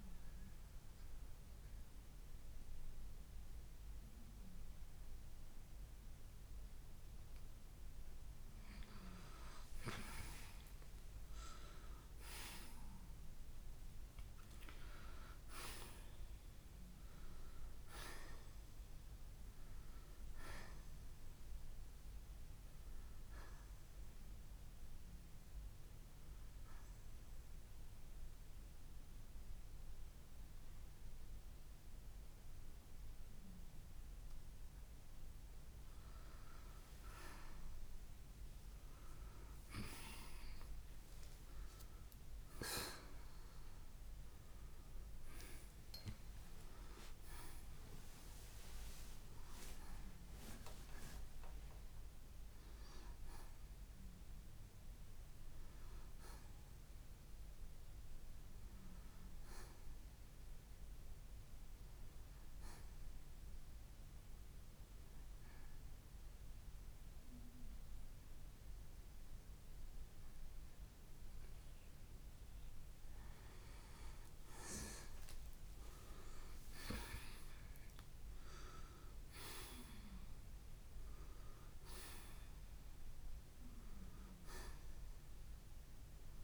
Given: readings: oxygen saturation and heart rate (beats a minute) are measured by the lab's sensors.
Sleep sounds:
breathing in sleep by a room microphone; 2
13.00-18.50 s: arousal
19.50-40.50 s: oxygen desaturation (device-marked, oxygen 92% before, 85% lowest, heart rate 62 before, 59 extreme)
23.50-36.00 s: hypopnea (oxygen 94% before, 85% lowest, heart rate 65 before, 59 extreme, up 6 after)
40.00-45.00 s: arousal
50.50-66.50 s: oxygen desaturation (device-marked, oxygen 94% before, 87% lowest, heart rate 65 before, 59 extreme)
63.00-74.00 s: hypopnea (oxygen 94% before, 84% lowest, heart rate 71 before, 61 extreme, up 7 after)
75.50-79.50 s: arousal
80.50-86.44 s: oxygen desaturation (device-marked, oxygen 93% before, 85% lowest, heart rate 63 before, 56 extreme)
From the record:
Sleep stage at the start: N2 (light sleep); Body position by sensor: on the right side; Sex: male

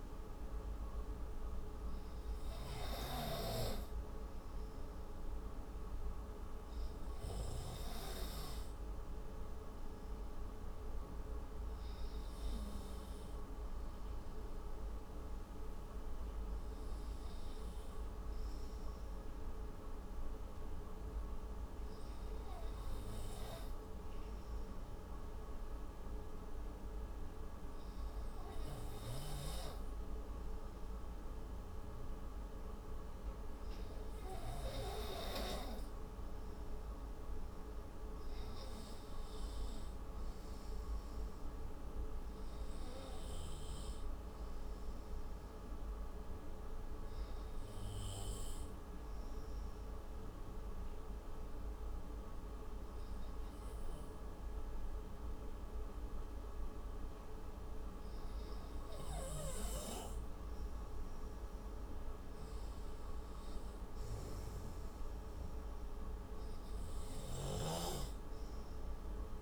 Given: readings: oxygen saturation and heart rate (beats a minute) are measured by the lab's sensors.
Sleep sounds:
breathing in sleep, hard to hear, by a room microphone; none
none scored
From the record:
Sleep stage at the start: N2 (light sleep); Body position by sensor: on the right side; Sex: male

